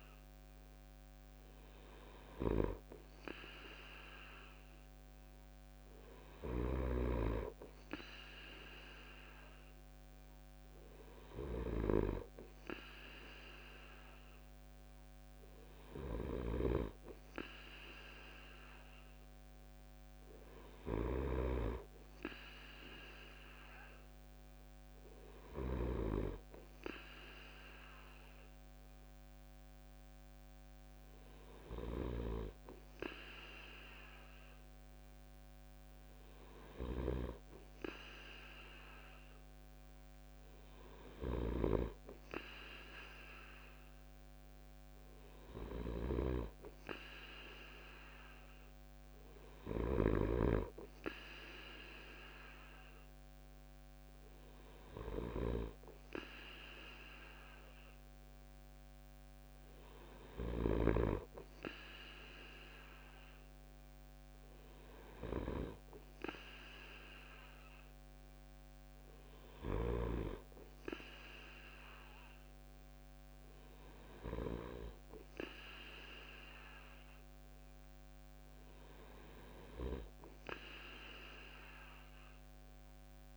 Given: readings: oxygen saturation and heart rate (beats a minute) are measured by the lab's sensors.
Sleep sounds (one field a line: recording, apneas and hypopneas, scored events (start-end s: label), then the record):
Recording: breathing in sleep by a microphone on the trachea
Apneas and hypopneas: none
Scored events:
15.50-25.50 s: snoring (device-marked)
36.00-41.00 s: snoring (device-marked)
49.00-60.50 s: snoring (device-marked)
From the record:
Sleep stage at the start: N2 (light sleep)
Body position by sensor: on the right side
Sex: male